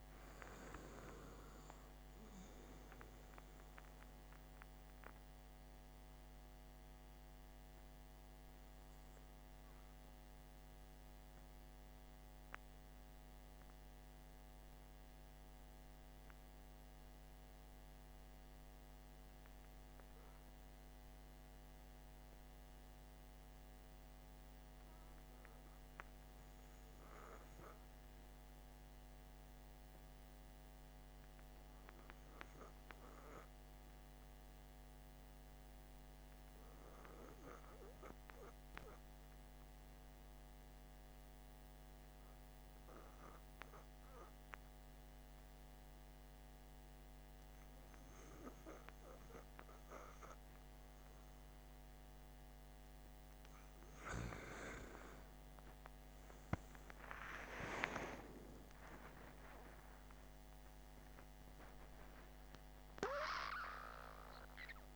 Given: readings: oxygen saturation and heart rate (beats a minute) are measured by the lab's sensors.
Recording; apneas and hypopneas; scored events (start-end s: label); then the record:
breathing in sleep by a microphone on the trachea; 1
11.00-51.00 s: hypopnea (oxygen 94% before, 88% lowest, heart rate 63 before, 45 extreme, up 22 after)
43.00-64.96 s: oxygen desaturation (device-marked, oxygen 98% before, 89% lowest, heart rate 51 before, 52 extreme)
59.00-64.96 s: arousal
From the record:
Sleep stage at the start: N2 (light sleep); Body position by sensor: on the back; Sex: male